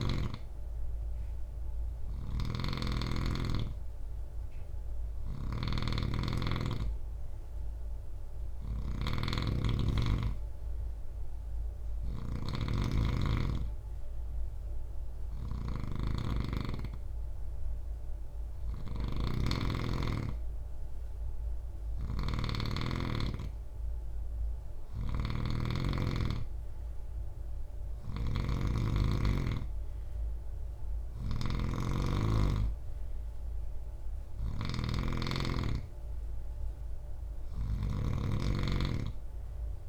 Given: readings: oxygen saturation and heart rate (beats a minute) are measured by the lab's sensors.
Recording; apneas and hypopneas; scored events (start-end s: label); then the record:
breathing in sleep by a room microphone; none
0.00-39.89 s: snoring (device-marked)
From the record:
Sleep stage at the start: N3 (deep sleep); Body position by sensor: on the right side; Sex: male